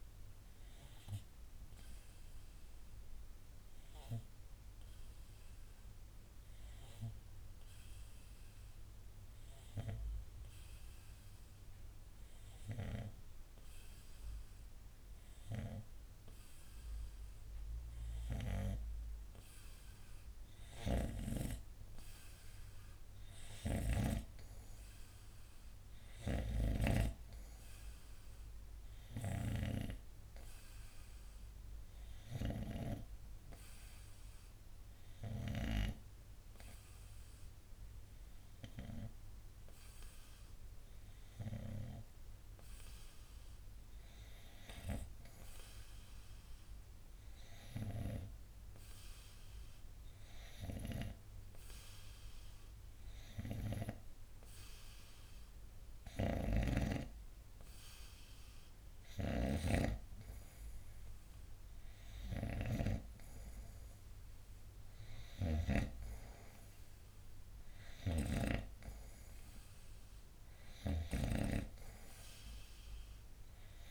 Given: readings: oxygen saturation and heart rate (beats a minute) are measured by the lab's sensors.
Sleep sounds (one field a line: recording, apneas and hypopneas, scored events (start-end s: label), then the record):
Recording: breathing in sleep by a room microphone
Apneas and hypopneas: 3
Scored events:
3.00-18.00 s: obstructive apnea (oxygen 91% before, 89% lowest, heart rate 63 before, 63 extreme, up 4 after)
26.00-29.50 s: arousal
30.50-52.50 s: oxygen desaturation (device-marked, oxygen 97% before, 91% lowest, heart rate 66 before, 66 extreme)
32.00-43.00 s: obstructive apnea (oxygen 97% before, 88% lowest, heart rate 66 before, 66 extreme, up 2 after)
44.00-46.50 s: arousal
48.50-58.50 s: hypopnea (oxygen 97% before, 88% lowest, heart rate 67 before, 69 extreme, up 3 after)
61.00-65.00 s: arousal
68.00-73.91 s: snoring (device-marked)
From the record:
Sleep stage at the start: N2 (light sleep)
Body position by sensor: on the front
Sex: male